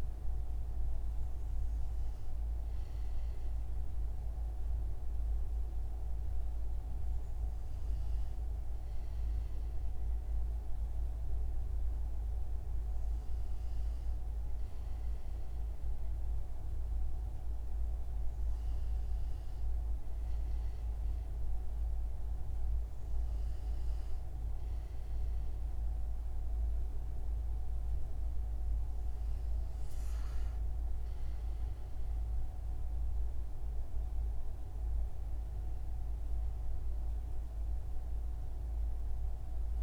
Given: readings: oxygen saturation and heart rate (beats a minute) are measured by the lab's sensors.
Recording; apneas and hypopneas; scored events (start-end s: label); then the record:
breathing in sleep, hard to hear, by a room microphone; none
none scored
From the record:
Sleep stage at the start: REM sleep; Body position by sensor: on the front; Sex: male